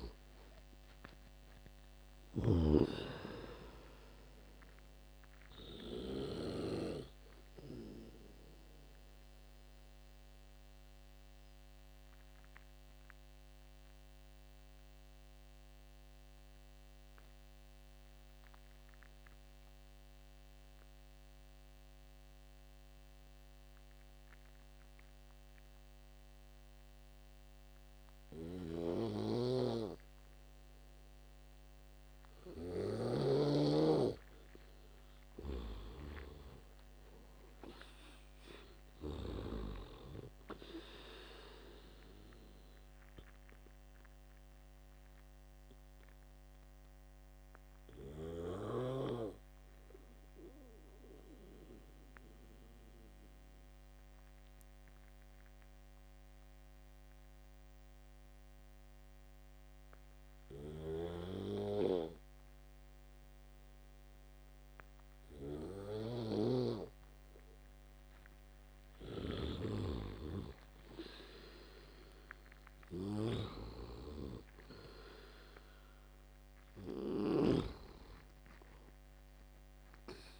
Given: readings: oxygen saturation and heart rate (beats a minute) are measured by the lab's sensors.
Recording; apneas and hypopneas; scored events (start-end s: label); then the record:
breathing in sleep by a microphone on the trachea; 2
0.00-12.50 s: oxygen desaturation (device-marked, oxygen 87% lowest, heart rate 63 extreme)
7.50-32.00 s: obstructive apnea (oxygen 97% before, 87% lowest, heart rate 81 before, 63 extreme, up 13 after)
35.00-39.50 s: arousal
39.50-63.50 s: oxygen desaturation (device-marked, oxygen 98% before, 87% lowest, heart rate 72 before, 67 extreme)
43.50-68.50 s: obstructive apnea (oxygen 98% before, 87% lowest, heart rate 74 before, 65 extreme, up 12 after)
71.00-75.50 s: arousal
77.50-80.40 s: oxygen desaturation (device-marked, oxygen 97% before, 90% lowest, heart rate 75 before, 65 extreme)
From the record:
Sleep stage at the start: N2 (light sleep); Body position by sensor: on the back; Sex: male